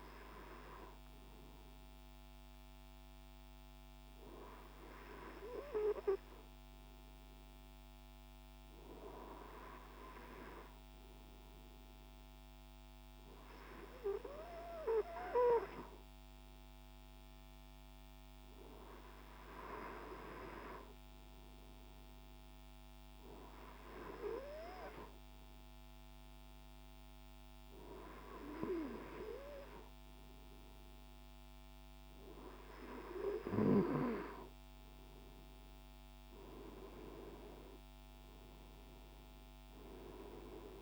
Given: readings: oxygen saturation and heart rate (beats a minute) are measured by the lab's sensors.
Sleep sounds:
breathing in sleep by a microphone on the trachea; none
none scored
From the record:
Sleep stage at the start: N2 (light sleep); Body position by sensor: on the right side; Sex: male

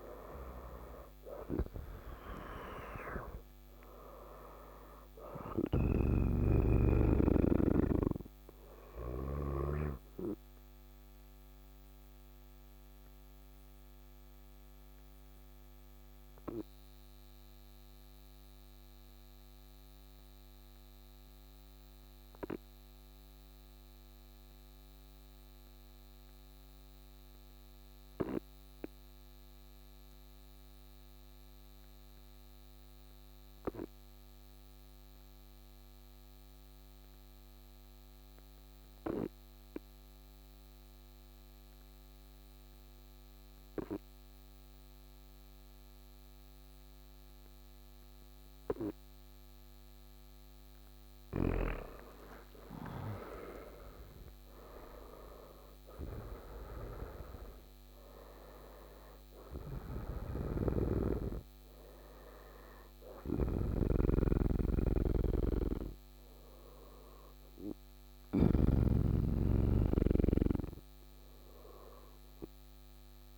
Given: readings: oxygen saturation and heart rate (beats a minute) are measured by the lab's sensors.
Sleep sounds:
breathing in sleep by a microphone on the trachea; 1
0.00-20.00 s: oxygen desaturation (device-marked, oxygen 92% lowest, heart rate 53 extreme)
5.00-9.00 s: snoring (device-marked)
11.50-48.50 s: obstructive apnea (oxygen 98% before, 92% lowest, heart rate 65 before, 53 extreme, up 24 after)
51.50-56.00 s: arousal
59.50-73.00 s: snoring (device-marked)
From the record:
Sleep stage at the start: N2 (light sleep); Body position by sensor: on the back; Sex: male

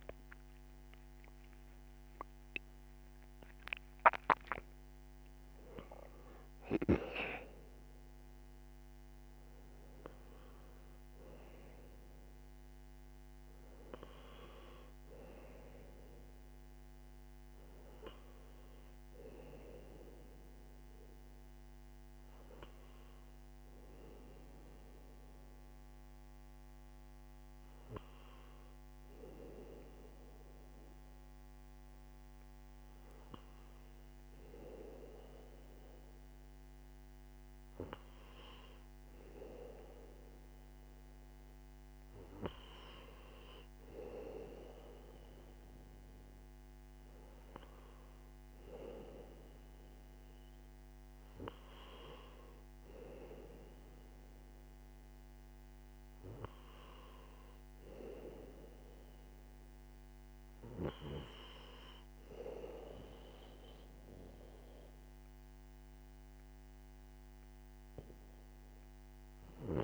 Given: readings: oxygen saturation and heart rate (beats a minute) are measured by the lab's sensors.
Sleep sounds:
breathing in sleep by a microphone on the trachea; none
1.00-5.00 s: arousal
20.00-38.00 s: oxygen desaturation (device-marked, oxygen 93% before, 90% lowest, heart rate 62 before, 59 extreme)
21.00-69.84 s: new sleep stage, N2 (light sleep)
From the record:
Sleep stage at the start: N1 (lightest sleep); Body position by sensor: on the back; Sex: male

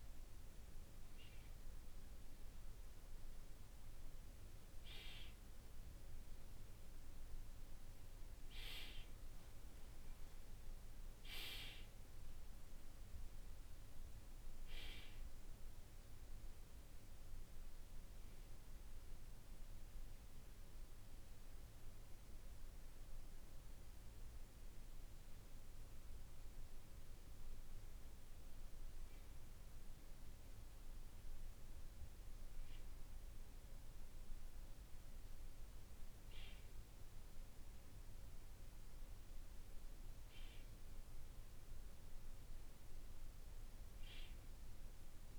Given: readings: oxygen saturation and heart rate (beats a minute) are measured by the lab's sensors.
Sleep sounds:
breathing in sleep, hard to hear, by a room microphone; none
none scored
From the record:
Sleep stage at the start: N2 (light sleep); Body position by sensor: on the back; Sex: male

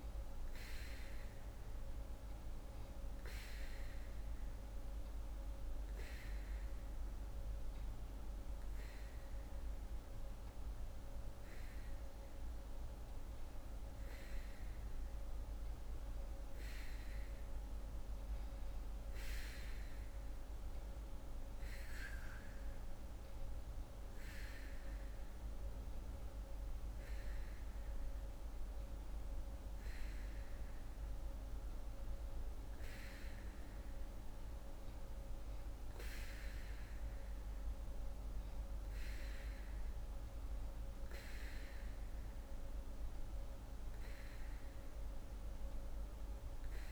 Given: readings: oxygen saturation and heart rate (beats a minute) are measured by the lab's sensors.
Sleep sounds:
breathing in sleep, hard to hear, by a room microphone; none
none scored
From the record:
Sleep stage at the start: N3 (deep sleep); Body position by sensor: on the back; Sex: female

